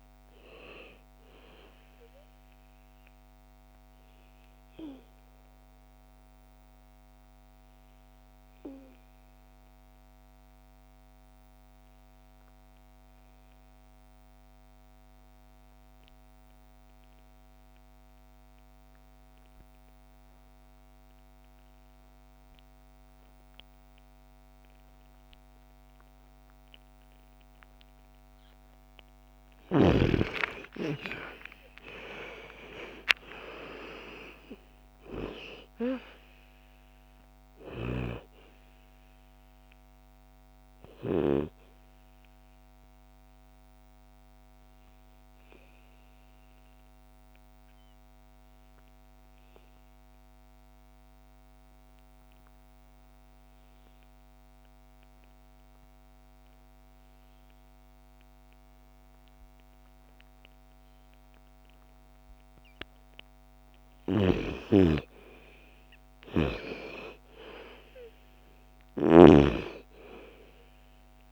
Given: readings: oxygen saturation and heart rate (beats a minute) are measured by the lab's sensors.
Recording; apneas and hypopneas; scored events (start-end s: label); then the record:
breathing in sleep by a microphone on the trachea; 2
0.00-8.50 s: oxygen desaturation (device-marked, oxygen 86% lowest, heart rate 54 extreme)
2.00-27.50 s: obstructive apnea (oxygen 99% before, 80% lowest, heart rate 62 before, 54 extreme, up 15 after)
25.50-52.50 s: oxygen desaturation (device-marked, oxygen 98% before, 80% lowest, heart rate 56 before, 55 extreme)
29.50-34.00 s: arousal
41.50-63.00 s: obstructive apnea (oxygen 99% before, 80% lowest, heart rate 62 before, 55 extreme, up 14 after)
63.50-71.32 s: snoring (device-marked)
64.50-68.50 s: arousal
67.50-71.32 s: oxygen desaturation (device-marked, oxygen 99% before, 84% lowest, heart rate 57 before, 56 extreme)
From the record:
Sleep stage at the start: N2 (light sleep); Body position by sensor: on the back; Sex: female